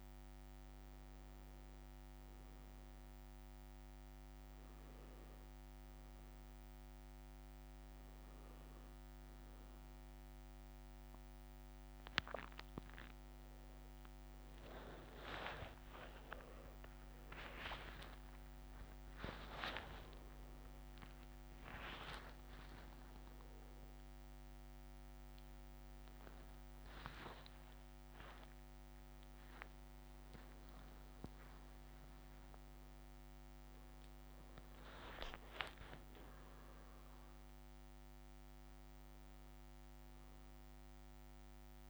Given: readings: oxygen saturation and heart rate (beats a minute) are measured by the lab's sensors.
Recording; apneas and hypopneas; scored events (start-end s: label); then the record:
a person awake in a sleep study, by a microphone on the trachea; none
16.50-21.50 s: tachycardia (device-marked, heart rate 75 before, 103 extreme)
17.50-41.90 s: new sleep stage, awake
25.50-31.50 s: oxygen desaturation (device-marked, oxygen 94% before, 91% lowest, heart rate 84 before, 68 extreme)
From the record:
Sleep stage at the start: N2 (light sleep); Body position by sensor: on the back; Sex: male